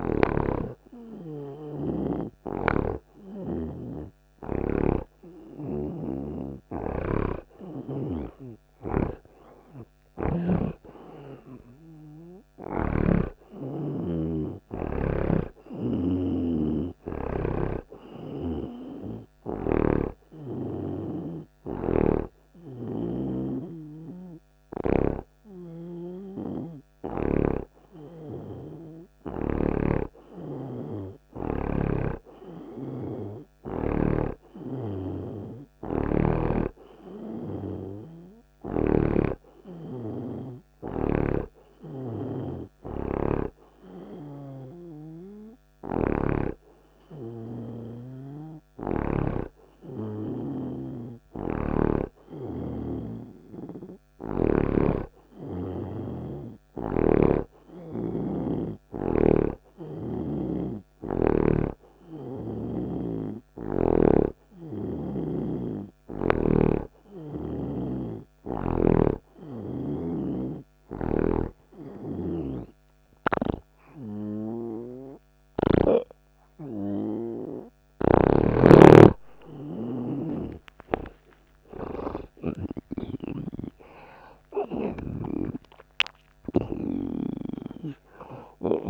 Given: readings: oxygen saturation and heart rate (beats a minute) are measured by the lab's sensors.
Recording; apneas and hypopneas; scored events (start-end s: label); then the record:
breathing in sleep by a microphone on the trachea; 2
0.00-2.50 s: snoring (device-marked)
1.00-5.00 s: arousal
7.00-11.00 s: snoring (device-marked)
15.50-25.50 s: snoring (device-marked)
20.50-31.00 s: hypopnea (oxygen 89% before, 86% lowest)
27.50-32.00 s: snoring (device-marked)
32.50-36.00 s: arousal
39.00-49.50 s: snoring (device-marked)
42.00-50.00 s: oxygen desaturation (device-marked, oxygen 89% before, 86% lowest)
51.50-55.00 s: snoring (device-marked)
57.00-61.00 s: snoring (device-marked)
65.50-69.00 s: snoring (device-marked)
69.50-79.50 s: obstructive apnea (oxygen 89% before, 85% lowest)
78.00-83.00 s: snoring (device-marked)
82.00-87.50 s: arousal
85.00-88.90 s: snoring (device-marked)
From the record:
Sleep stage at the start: N2 (light sleep); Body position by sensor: on the right side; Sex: male